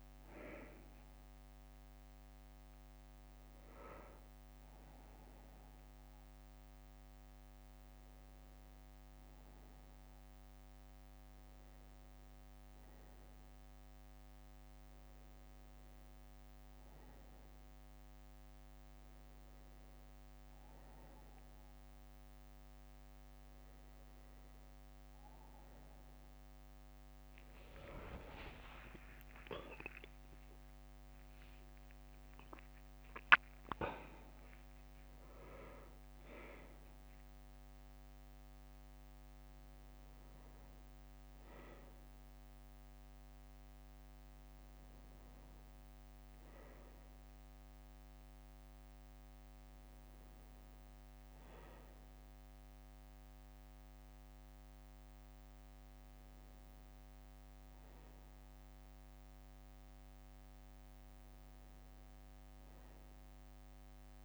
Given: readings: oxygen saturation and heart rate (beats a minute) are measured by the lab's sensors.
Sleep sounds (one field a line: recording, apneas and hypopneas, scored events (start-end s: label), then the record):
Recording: breathing in sleep by a microphone on the trachea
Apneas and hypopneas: none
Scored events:
27.00-31.50 s: arousal
29.00-31.00 s: leg movement (device-marked)
From the record:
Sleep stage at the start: N1 (lightest sleep)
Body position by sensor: on the back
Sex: male